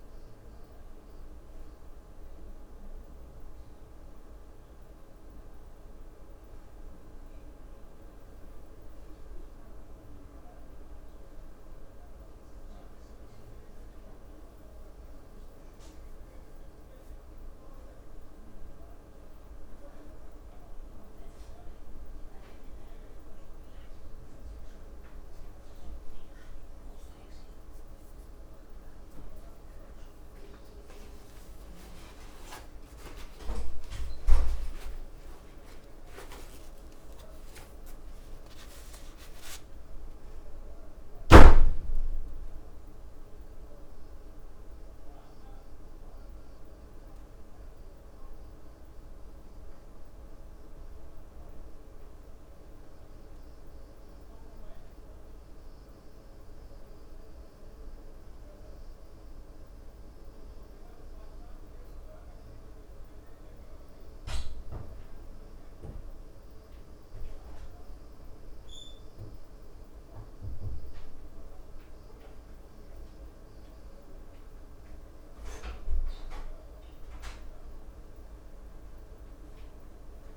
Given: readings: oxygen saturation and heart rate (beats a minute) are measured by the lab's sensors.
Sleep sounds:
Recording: breathing in sleep, hard to hear, by a room microphone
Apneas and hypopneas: none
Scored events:
31.00-40.00 s: leg movement (device-marked)
31.50-80.37 s: new sleep stage, N2 (light sleep)
67.00-71.00 s: leg movement (device-marked)
From the record:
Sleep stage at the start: N1 (lightest sleep)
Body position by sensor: on the back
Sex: female

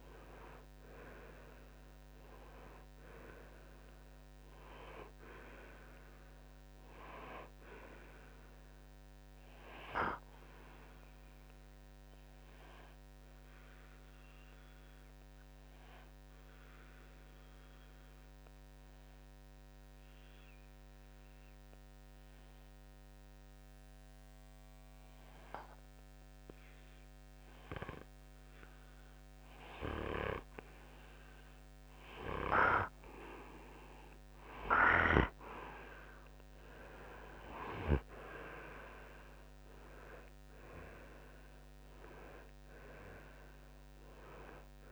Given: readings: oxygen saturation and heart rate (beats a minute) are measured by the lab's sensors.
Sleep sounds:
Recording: breathing in sleep by a microphone on the trachea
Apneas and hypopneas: 1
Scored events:
0.00-5.50 s: oxygen desaturation (device-marked, oxygen 92% lowest, heart rate 56 extreme)
11.00-32.00 s: obstructive apnea (oxygen 95% before, 90% lowest, heart rate 66 before, 56 extreme, up 12 after)
13.50-28.50 s: oxygen desaturation (device-marked, oxygen 93% before, 90% lowest, heart rate 66 before, 56 extreme)
37.50-41.50 s: arousal
From the record:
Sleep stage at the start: N2 (light sleep)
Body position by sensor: on the front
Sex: male

